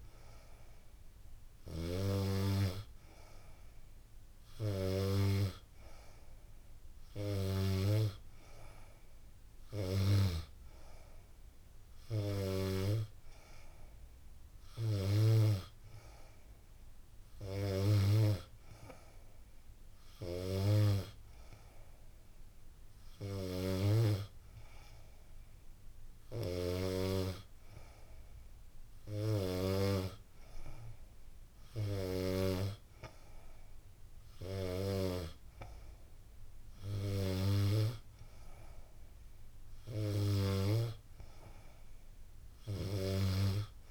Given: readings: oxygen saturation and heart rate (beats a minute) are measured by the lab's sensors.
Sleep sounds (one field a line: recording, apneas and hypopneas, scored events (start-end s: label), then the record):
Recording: breathing in sleep by a room microphone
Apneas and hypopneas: none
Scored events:
none scored
From the record:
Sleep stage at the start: N2 (light sleep)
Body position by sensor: on the back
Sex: female